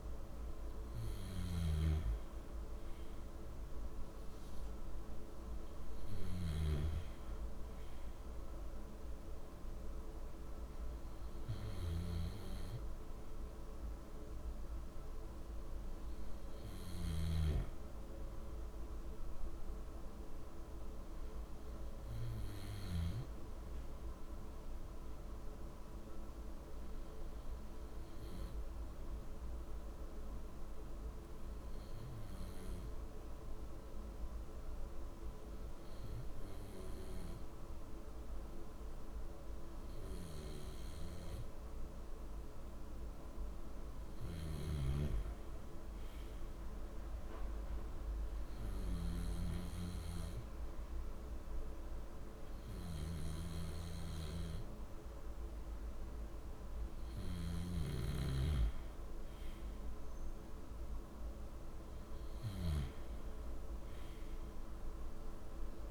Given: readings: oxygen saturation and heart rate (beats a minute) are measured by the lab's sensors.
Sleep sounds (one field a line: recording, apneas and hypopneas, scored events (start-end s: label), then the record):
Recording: breathing in sleep, hard to hear, by a room microphone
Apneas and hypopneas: none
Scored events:
1.50-7.00 s: snoring (device-marked)
From the record:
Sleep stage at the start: REM sleep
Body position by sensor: on the back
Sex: male